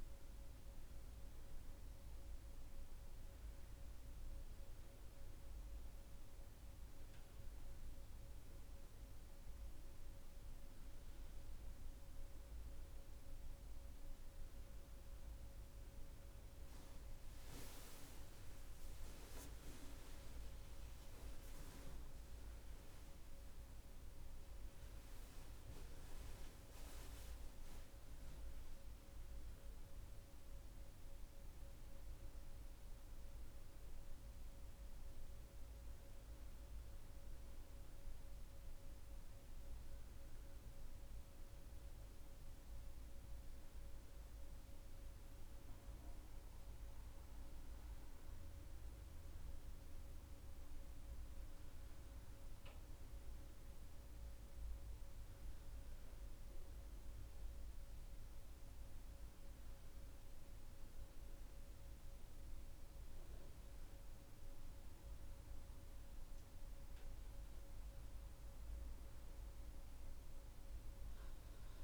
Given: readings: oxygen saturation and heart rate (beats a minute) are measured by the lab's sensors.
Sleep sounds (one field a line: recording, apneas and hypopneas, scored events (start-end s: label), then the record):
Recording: breathing in sleep, hard to hear, by a room microphone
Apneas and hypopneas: none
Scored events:
none scored
From the record:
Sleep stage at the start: N2 (light sleep)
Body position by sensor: on the back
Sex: female